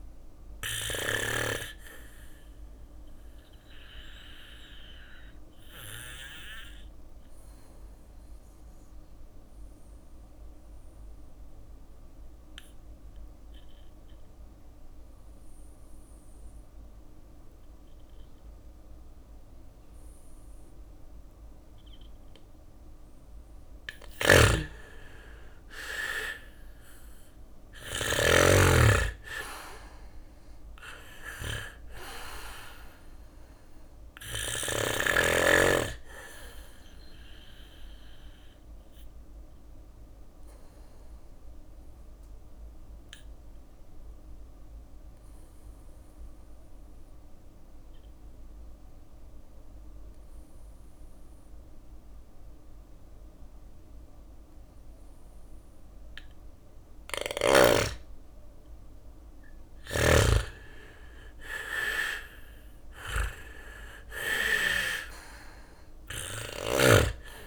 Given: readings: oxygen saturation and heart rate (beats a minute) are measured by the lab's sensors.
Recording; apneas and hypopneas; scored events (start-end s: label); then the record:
breathing in sleep by a room microphone; 2
0.00-6.50 s: drop in pulse transit time (device-marked, heart rate 57 extreme)
0.00-11.50 s: bradycardia (device-marked, heart rate 56 extreme)
0.50-22.00 s: obstructive apnea (oxygen 98% before, 90% lowest, heart rate 61 before, 56 extreme, up 3 after)
15.50-20.50 s: bradycardia (device-marked, heart rate 60 before, 59 extreme)
23.00-27.00 s: snoring (device-marked)
23.50-27.00 s: arousal
24.50-34.50 s: drop in pulse transit time (device-marked, heart rate 58 before, 60 extreme)
31.50-48.50 s: oxygen desaturation (device-marked, oxygen 99% before, 92% lowest, heart rate 60 before, 57 extreme)
33.50-44.50 s: bradycardia (device-marked, heart rate 60 before, 57 extreme)
37.00-56.00 s: obstructive apnea (oxygen 99% before, 90% lowest, heart rate 61 before, 56 extreme, up 5 after)
57.50-67.47 s: drop in pulse transit time (device-marked, heart rate 59 before, 59 extreme)
58.50-61.50 s: arousal
61.50-67.47 s: oxygen desaturation (device-marked, oxygen 99% before, 90% lowest, heart rate 60 before, 56 extreme)
From the record:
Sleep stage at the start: N2 (light sleep); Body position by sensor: on the back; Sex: male